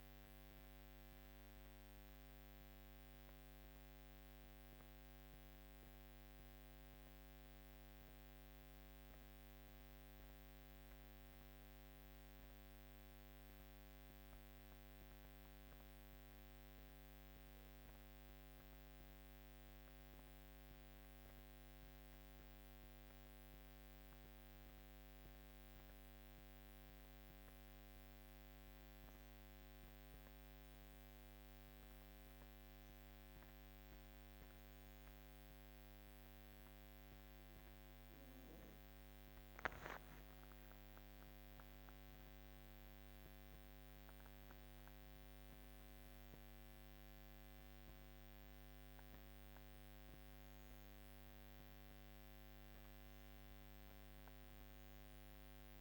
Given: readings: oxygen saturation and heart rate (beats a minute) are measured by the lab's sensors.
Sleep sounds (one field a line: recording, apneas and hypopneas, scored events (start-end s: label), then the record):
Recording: breathing in sleep, hard to hear, by a microphone on the trachea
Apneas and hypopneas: 1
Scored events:
3.50-27.00 s: obstructive apnea (oxygen 99% before, 94% lowest, heart rate 53 before, 50 extreme, up 3 after)
29.00-34.00 s: arousal
30.50-54.50 s: oxygen desaturation (device-marked, oxygen 98% before, 94% lowest, heart rate 54 before, 49 extreme)
From the record:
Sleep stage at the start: REM sleep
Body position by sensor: on the back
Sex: female